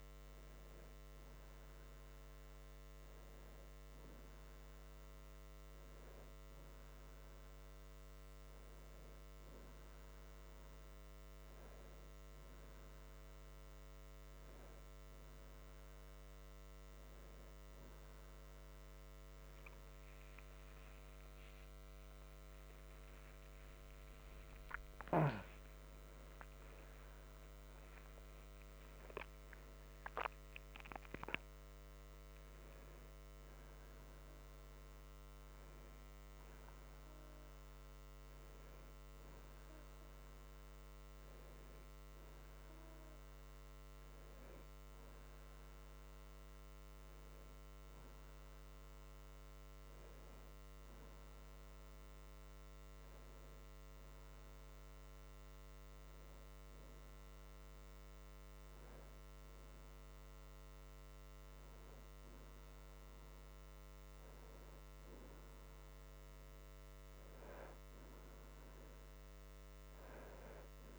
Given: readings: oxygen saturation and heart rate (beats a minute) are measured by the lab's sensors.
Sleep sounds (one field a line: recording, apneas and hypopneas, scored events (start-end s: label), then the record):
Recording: breathing in sleep, hard to hear, by a microphone on the trachea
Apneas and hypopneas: none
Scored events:
22.50-28.50 s: arousal
29.50-34.50 s: oxygen desaturation (device-marked, oxygen 92% before, 88% lowest, heart rate 68 before, 50 extreme)
49.50-70.99 s: new sleep stage, N2 (light sleep)
From the record:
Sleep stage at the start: N1 (lightest sleep)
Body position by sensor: on the right side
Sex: male